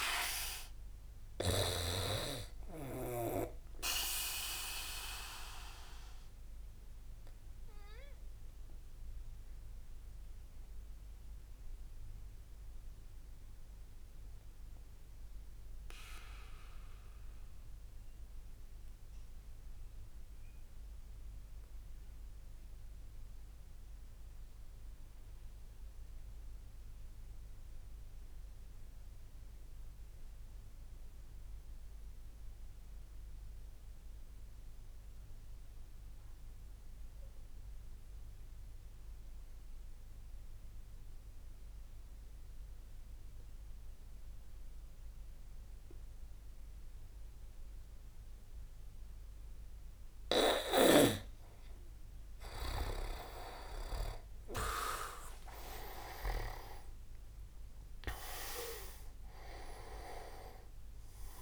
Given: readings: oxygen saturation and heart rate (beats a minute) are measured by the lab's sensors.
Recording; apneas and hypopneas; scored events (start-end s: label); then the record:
breathing in sleep by a room microphone; 1
0.00-2.00 s: snoring (device-marked)
5.00-47.50 s: obstructive apnea (oxygen 98% before, 85% lowest)
54.50-58.00 s: arousal
54.50-61.42 s: oxygen desaturation (device-marked, oxygen 97% before, 85% lowest)
56.00-58.00 s: leg movement (device-marked)
From the record:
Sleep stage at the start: N2 (light sleep); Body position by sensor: on the back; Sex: male